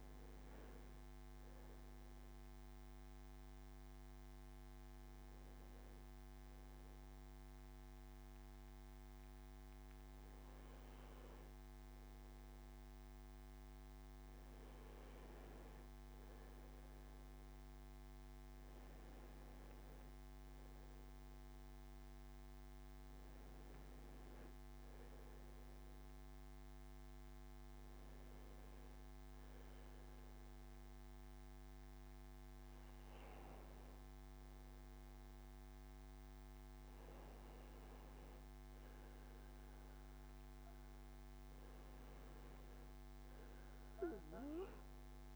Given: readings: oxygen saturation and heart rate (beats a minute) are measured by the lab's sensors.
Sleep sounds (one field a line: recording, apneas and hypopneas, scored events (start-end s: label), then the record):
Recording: breathing in sleep, hard to hear, by a microphone on the trachea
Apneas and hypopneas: none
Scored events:
none scored
From the record:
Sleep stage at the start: N1 (lightest sleep)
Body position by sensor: on the back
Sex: male